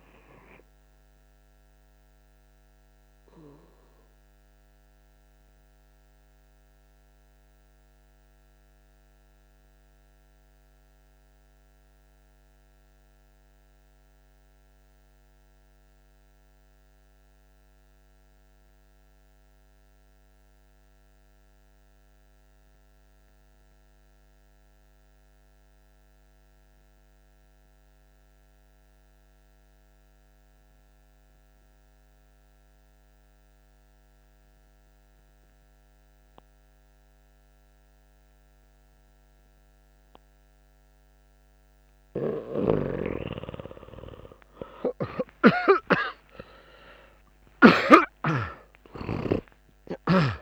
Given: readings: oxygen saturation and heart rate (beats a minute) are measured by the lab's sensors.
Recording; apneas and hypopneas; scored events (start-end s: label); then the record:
breathing in sleep by a microphone on the trachea; 1
0.00-15.00 s: oxygen desaturation (device-marked, oxygen 93% lowest)
5.00-41.00 s: obstructive apnea (oxygen 98% before, 87% lowest)
32.00-50.42 s: oxygen desaturation (device-marked, oxygen 96% before, 87% lowest)
45.00-50.42 s: arousal
From the record:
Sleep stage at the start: N2 (light sleep); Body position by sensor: on the back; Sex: male